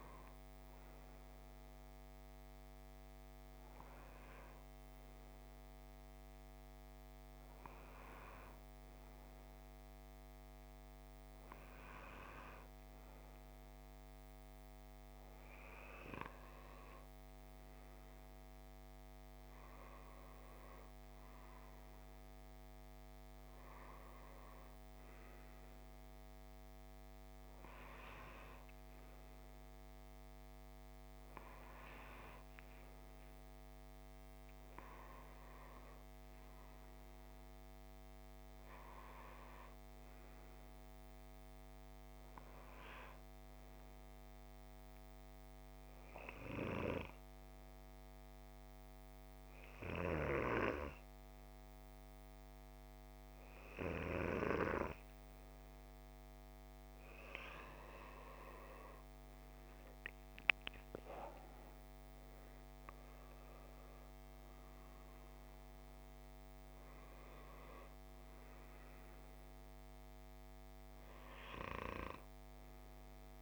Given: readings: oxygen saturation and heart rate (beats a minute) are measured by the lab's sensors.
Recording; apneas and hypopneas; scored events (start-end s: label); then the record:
breathing in sleep by a microphone on the trachea; 1
44.50-55.50 s: hypopnea (oxygen 95% before, 92% lowest, heart rate 54 before, 55 extreme, up 10 after)
58.00-62.00 s: arousal
From the record:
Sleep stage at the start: N2 (light sleep); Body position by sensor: on the back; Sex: male